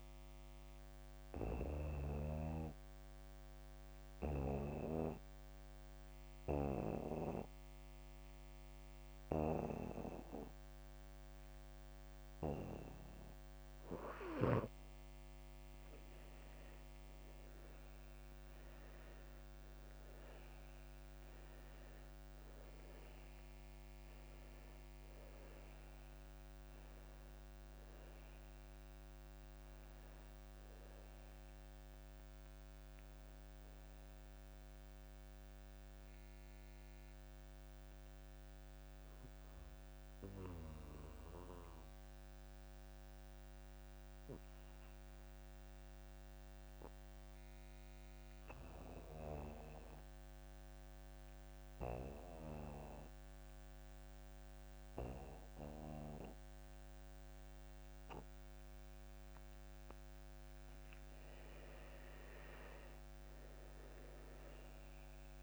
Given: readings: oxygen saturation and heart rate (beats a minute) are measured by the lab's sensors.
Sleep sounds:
breathing in sleep by a microphone on the trachea; 2
0.00-17.00 s: oxygen desaturation (device-marked, oxygen 97% before, 91% lowest)
1.00-14.50 s: obstructive apnea (oxygen 97% before, 89% lowest)
17.00-20.50 s: arousal
23.00-49.00 s: oxygen desaturation (device-marked, oxygen 96% before, 89% lowest)
37.50-61.00 s: obstructive apnea (oxygen 96% before, 87% lowest)
61.00-65.43 s: oxygen desaturation (device-marked, oxygen 98% before, 87% lowest)
64.00-65.43 s: arousal
From the record:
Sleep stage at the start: N2 (light sleep); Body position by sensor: on the back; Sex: male

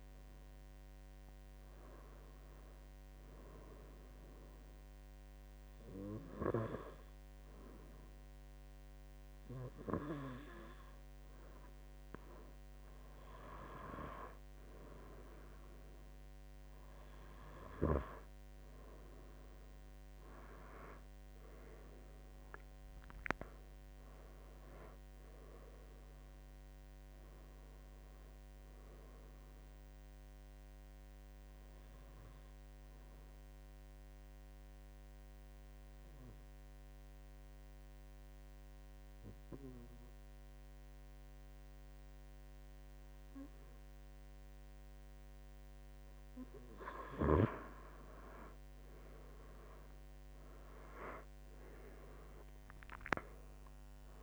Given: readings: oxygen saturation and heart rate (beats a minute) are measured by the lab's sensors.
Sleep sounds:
breathing in sleep by a microphone on the trachea; 1
0.00-3.00 s: oxygen desaturation (device-marked, oxygen 94% lowest, heart rate 75 extreme)
20.50-25.00 s: arousal
29.00-46.00 s: obstructive apnea (oxygen 95% before, 93% lowest, heart rate 83 before, 66 extreme, up 20 after)
48.50-53.50 s: arousal
From the record:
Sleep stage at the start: N2 (light sleep); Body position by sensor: on the right side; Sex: male

